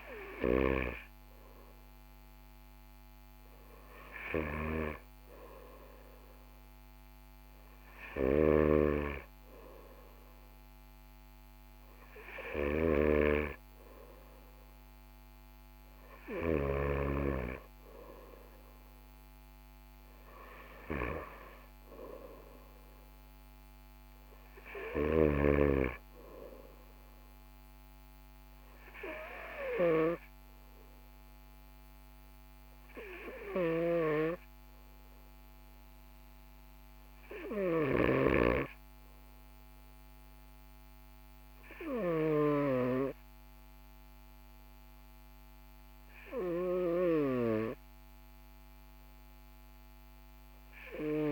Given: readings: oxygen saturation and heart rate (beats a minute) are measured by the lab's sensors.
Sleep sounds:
breathing in sleep by a microphone on the trachea; none
0.00-16.50 s: snoring (device-marked)
33.00-51.32 s: snoring (device-marked)
From the record:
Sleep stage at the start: N2 (light sleep); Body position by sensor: on the right side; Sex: male

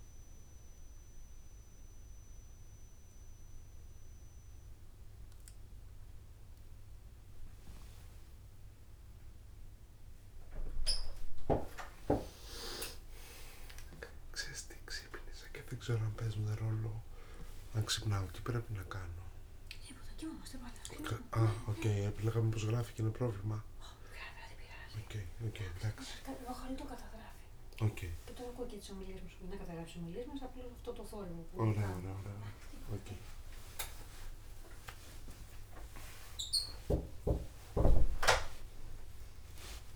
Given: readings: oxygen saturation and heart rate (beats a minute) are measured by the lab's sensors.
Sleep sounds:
a person awake in a sleep study, by a room microphone; none
27.00-29.00 s: long interval between heartbeats (device-marked)
38.50-39.96 s: long interval between heartbeats (device-marked)
From the record:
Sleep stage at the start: awake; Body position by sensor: on the right side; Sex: male

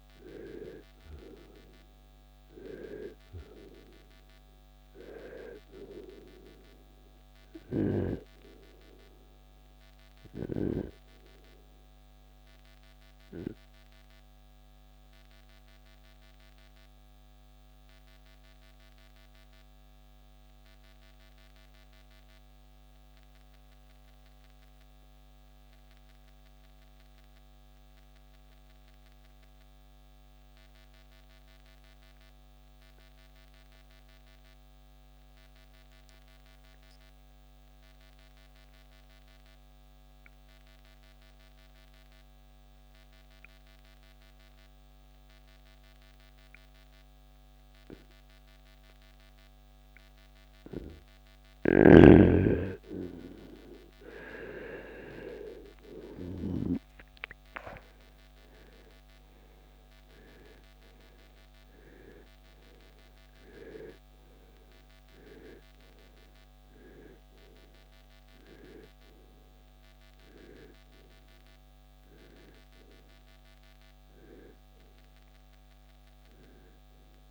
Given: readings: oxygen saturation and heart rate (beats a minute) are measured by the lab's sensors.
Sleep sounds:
breathing in sleep by a microphone on the trachea; 1
11.00-50.00 s: obstructive apnea (oxygen 97% before, 80% lowest, heart rate 73 before, 48 extreme, up 16 after)
14.00-38.00 s: oxygen desaturation (device-marked, oxygen 95% before, 82% lowest, heart rate 74 before, 48 extreme)
22.00-77.31 s: new sleep stage, N2 (light sleep)
53.00-58.00 s: arousal
From the record:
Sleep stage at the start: REM sleep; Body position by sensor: on the right side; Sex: male

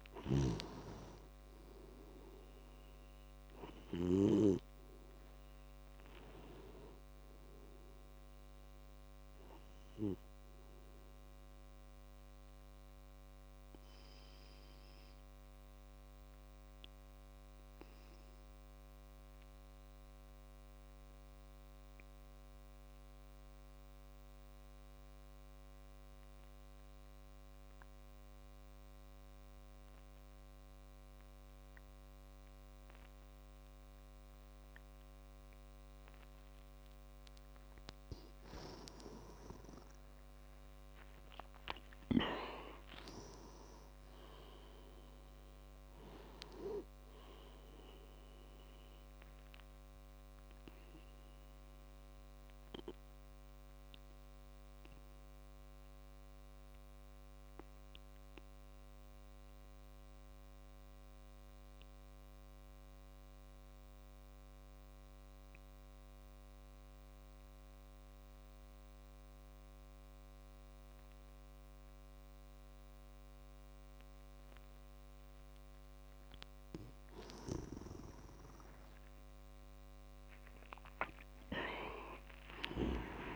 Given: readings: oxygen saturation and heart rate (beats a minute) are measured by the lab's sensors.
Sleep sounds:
breathing in sleep by a microphone on the trachea; 2
0.00-4.50 s: snoring (device-marked)
0.00-19.00 s: oxygen desaturation (device-marked, oxygen 88% lowest, heart rate 51 extreme)
14.00-36.50 s: obstructive apnea (oxygen 97% before, 88% lowest, heart rate 65 before, 51 extreme, up 17 after)
33.00-68.00 s: oxygen desaturation (device-marked, oxygen 98% before, 88% lowest, heart rate 61 before, 50 extreme)
40.00-44.50 s: arousal
51.00-75.50 s: obstructive apnea (oxygen 98% before, 88% lowest, heart rate 59 before, 50 extreme)
77.00-83.36 s: tachycardia (device-marked, heart rate 49 before, 174 extreme)
79.50-83.36 s: arousal
From the record:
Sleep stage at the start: N2 (light sleep); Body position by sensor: on the back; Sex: male

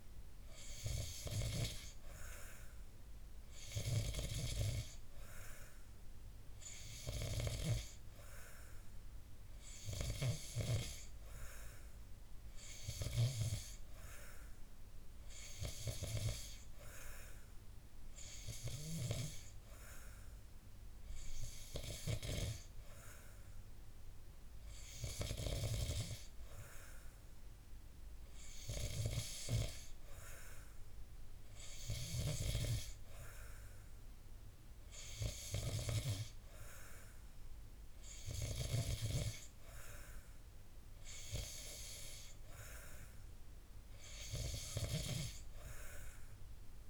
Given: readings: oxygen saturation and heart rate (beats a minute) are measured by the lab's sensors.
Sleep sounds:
breathing in sleep by a room microphone; none
none scored
From the record:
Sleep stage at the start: N2 (light sleep); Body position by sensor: on the back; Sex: male

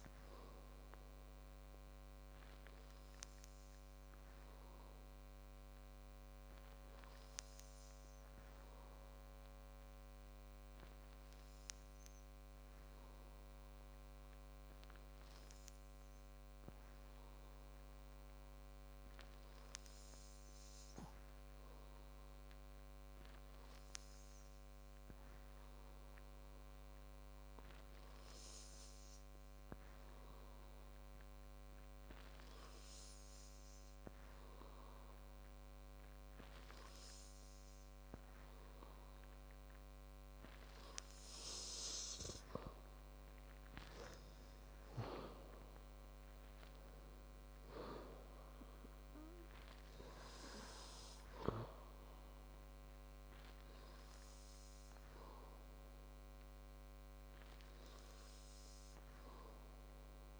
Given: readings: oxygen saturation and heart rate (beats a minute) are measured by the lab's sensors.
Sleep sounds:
breathing in sleep by a microphone on the trachea; 1
3.50-41.50 s: hypopnea (oxygen 99% before, 94% lowest, heart rate 67 before, 46 extreme, up 7 after)
44.00-48.00 s: arousal
From the record:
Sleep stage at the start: N2 (light sleep); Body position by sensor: on the back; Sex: male

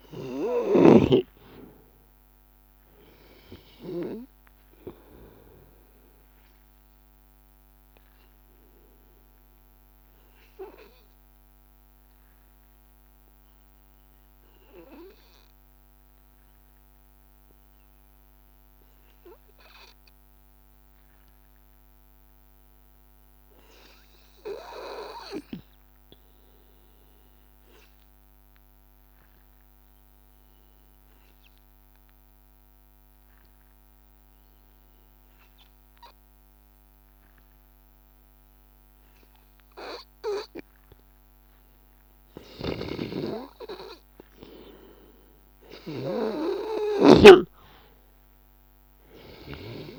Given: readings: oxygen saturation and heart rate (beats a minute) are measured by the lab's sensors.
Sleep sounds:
breathing in sleep by a microphone on the trachea; 1
0.00-22.00 s: oxygen desaturation (device-marked, oxygen 91% lowest, heart rate 79 extreme)
10.00-39.00 s: hypopnea (oxygen 96% before, 89% lowest, heart rate 83 before, 83 extreme, up 0 after)
36.00-49.98 s: oxygen desaturation (device-marked, oxygen 97% before, 89% lowest, heart rate 83 before, 83 extreme)
42.50-46.00 s: arousal
From the record:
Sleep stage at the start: N2 (light sleep); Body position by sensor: on the back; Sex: male

